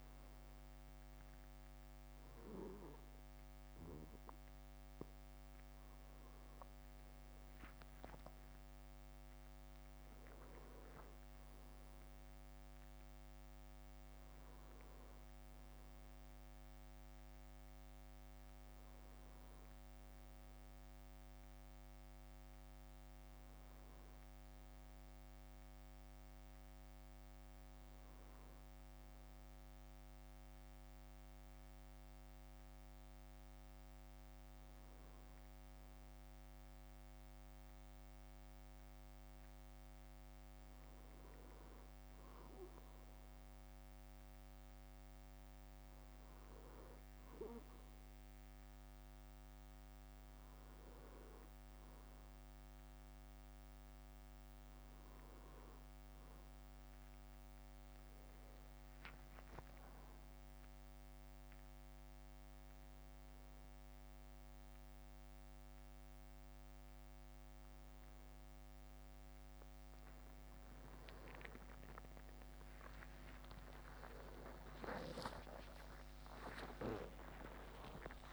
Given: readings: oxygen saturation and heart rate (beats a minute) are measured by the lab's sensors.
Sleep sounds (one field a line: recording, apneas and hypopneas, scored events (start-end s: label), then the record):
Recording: breathing in sleep by a microphone on the trachea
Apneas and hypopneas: none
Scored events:
6.50-9.50 s: leg movement (device-marked)
7.00-11.00 s: arousal
9.50-21.50 s: drop in pulse transit time (device-marked, heart rate 57 before, 56 extreme)
56.00-59.00 s: leg movement (device-marked)
67.50-78.33 s: new sleep stage, awake
74.50-76.50 s: long interval between heartbeats (device-marked, heart rate 60 before, 84 extreme)
74.50-77.50 s: tachycardia (device-marked, heart rate 58 before, 96 extreme)
76.50-78.33 s: drop in pulse transit time (device-marked, heart rate 63 before, 88 extreme)
From the record:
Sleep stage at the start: N2 (light sleep)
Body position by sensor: on the back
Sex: male